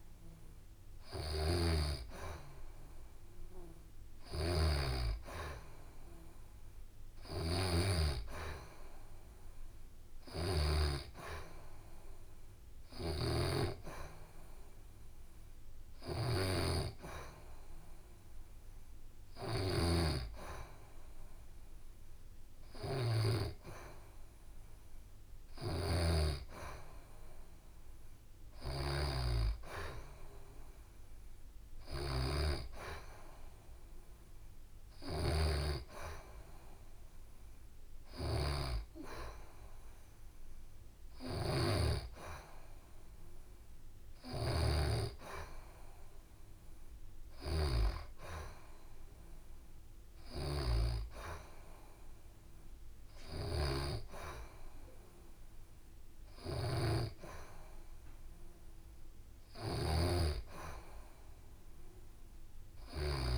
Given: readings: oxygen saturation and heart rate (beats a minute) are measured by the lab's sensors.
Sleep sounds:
breathing in sleep by a room microphone; none
none scored
From the record:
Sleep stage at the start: N2 (light sleep); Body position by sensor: on the back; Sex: female

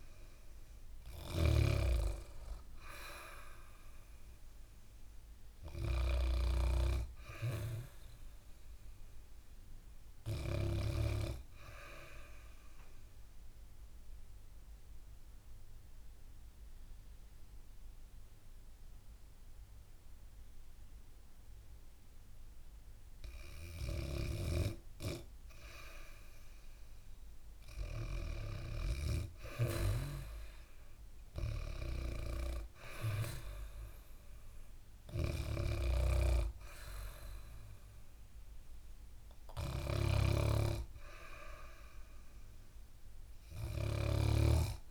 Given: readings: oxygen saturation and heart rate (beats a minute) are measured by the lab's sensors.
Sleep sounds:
breathing in sleep by a room microphone; 1
0.00-1.00 s: snoring (device-marked)
10.50-44.91 s: new sleep stage, REM sleep
12.00-23.00 s: obstructive apnea (oxygen 98% before, 94% lowest, heart rate 73 before, 69 extreme, up 3 after)
27.00-31.00 s: arousal
30.50-44.91 s: oxygen desaturation (device-marked, oxygen 98% before, 95% lowest, heart rate 71 before, 62 extreme)
35.00-44.91 s: snoring (device-marked)
From the record:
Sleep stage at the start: N2 (light sleep); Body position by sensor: on the back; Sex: female

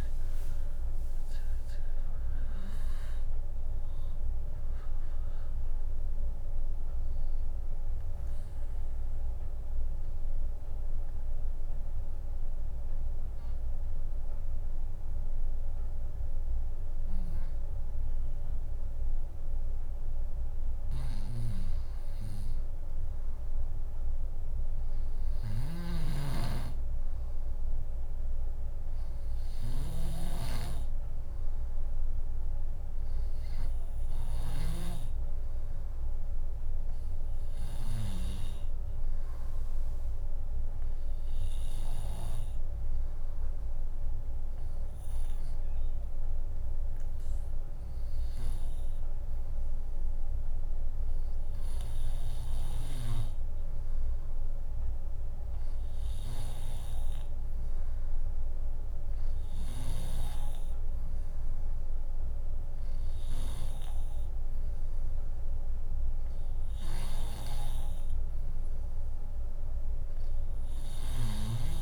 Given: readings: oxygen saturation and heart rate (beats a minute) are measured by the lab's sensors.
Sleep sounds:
breathing in sleep by a room microphone; 2
0.00-13.50 s: drop in pulse transit time (device-marked, heart rate 60 extreme)
2.50-18.50 s: oxygen desaturation (device-marked, oxygen 99% before, 95% lowest, heart rate 64 before, 58 extreme)
8.50-21.00 s: obstructive apnea (oxygen 99% before, 95% lowest, heart rate 70 before, 58 extreme, up 2 after)
17.50-19.50 s: bradycardia (device-marked, heart rate 74 before, 64 extreme)
20.50-30.50 s: bradycardia (device-marked, heart rate 74 before, 58 extreme)
24.00-27.50 s: arousal
25.00-34.50 s: snoring (device-marked)
42.50-54.00 s: hypopnea (oxygen 100% before, 96% lowest, heart rate 60 before, 62 extreme, up 0 after)
47.50-58.50 s: drop in pulse transit time (device-marked, heart rate 62 before, 62 extreme)
56.50-60.50 s: arousal
From the record:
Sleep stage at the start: N2 (light sleep); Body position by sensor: on the left side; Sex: female

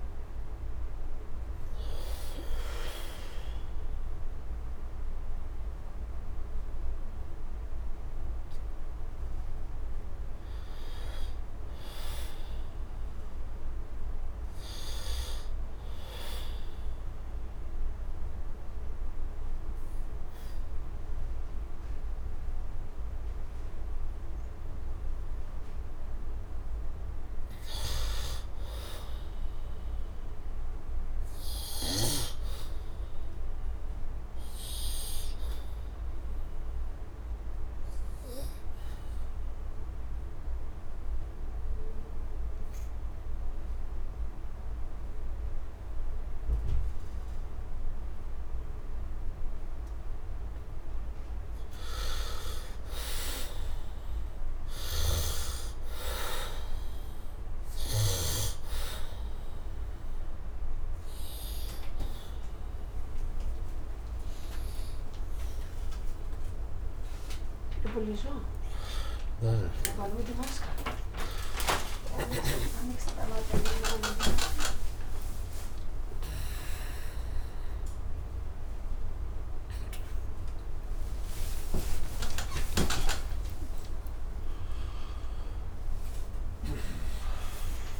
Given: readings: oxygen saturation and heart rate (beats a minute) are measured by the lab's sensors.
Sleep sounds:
breathing in sleep by a room microphone; 2
0.00-14.50 s: oxygen desaturation (device-marked, oxygen 55% lowest, heart rate 64 extreme)
30.00-42.00 s: obstructive apnea (oxygen 99% before, 77% lowest, heart rate 76 before, 64 extreme, up 7 after)
33.50-45.50 s: oxygen desaturation (device-marked, oxygen 98% before, 88% lowest, heart rate 74 before, 63 extreme)
46.50-51.00 s: arousal
50.50-86.50 s: oxygen desaturation (device-marked, oxygen 95% before, 77% lowest, heart rate 71 before, 63 extreme)
56.00-69.50 s: obstructive apnea (oxygen 98% before, 77% lowest, heart rate 72 before, 63 extreme)
68.50-72.00 s: snoring (device-marked)
73.50-88.00 s: new sleep stage, awake
From the record:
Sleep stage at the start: N2 (light sleep); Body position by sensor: on the back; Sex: male

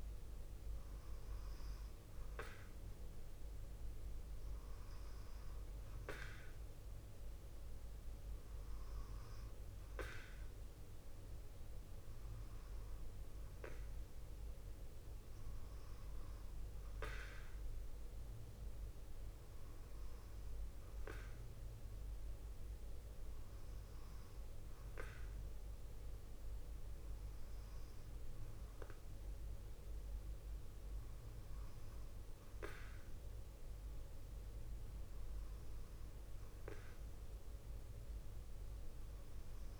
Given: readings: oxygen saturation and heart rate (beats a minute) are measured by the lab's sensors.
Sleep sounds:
breathing in sleep by a room microphone; none
none scored
From the record:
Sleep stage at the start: N2 (light sleep); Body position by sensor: on the left side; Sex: female

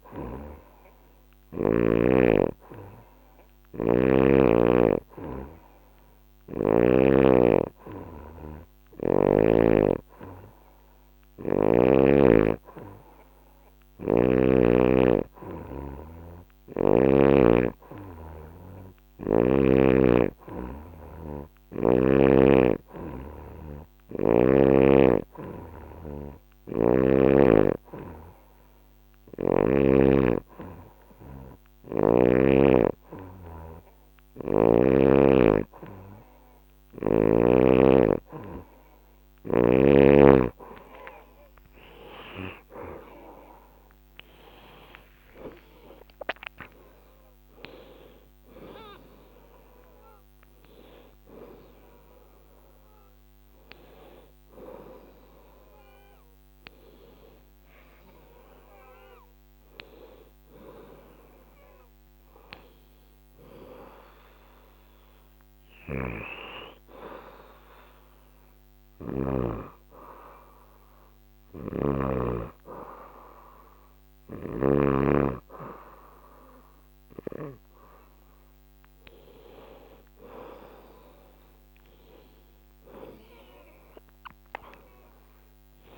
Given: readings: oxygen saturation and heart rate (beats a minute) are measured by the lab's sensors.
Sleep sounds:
breathing in sleep by a microphone on the trachea; none
26.00-29.50 s: snoring (device-marked)
28.50-85.98 s: new sleep stage, N2 (light sleep)
40.50-45.50 s: arousal
65.50-69.00 s: snoring (device-marked)
71.00-74.50 s: snoring (device-marked)
From the record:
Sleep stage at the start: N3 (deep sleep); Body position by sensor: on the back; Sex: female

